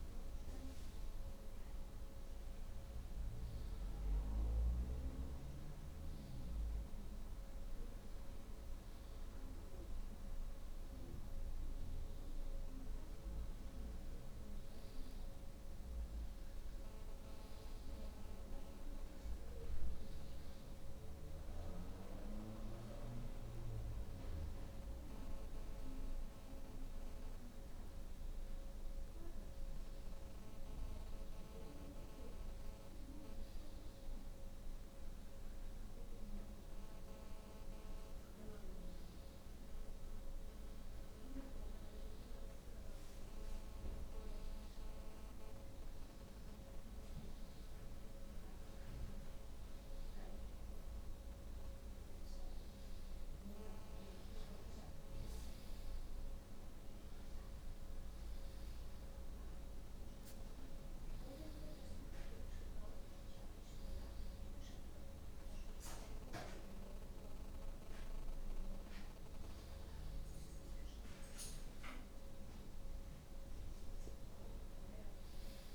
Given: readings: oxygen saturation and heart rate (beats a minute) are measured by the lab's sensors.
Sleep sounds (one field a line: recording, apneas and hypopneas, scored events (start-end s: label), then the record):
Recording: breathing in sleep by a room microphone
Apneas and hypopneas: none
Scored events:
none scored
From the record:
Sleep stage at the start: N2 (light sleep)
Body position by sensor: on the back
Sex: female